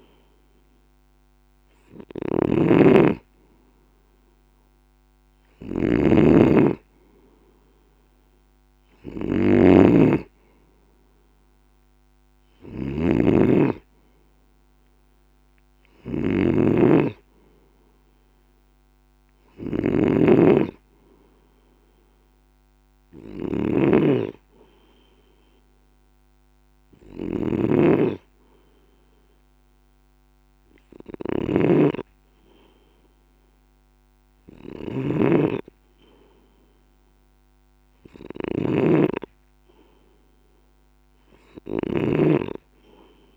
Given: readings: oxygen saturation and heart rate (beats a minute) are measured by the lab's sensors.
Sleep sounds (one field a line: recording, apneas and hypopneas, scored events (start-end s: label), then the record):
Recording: breathing in sleep by a microphone on the trachea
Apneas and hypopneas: none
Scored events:
0.00-43.37 s: snoring (device-marked)
From the record:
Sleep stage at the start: N2 (light sleep)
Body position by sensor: on the left side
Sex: male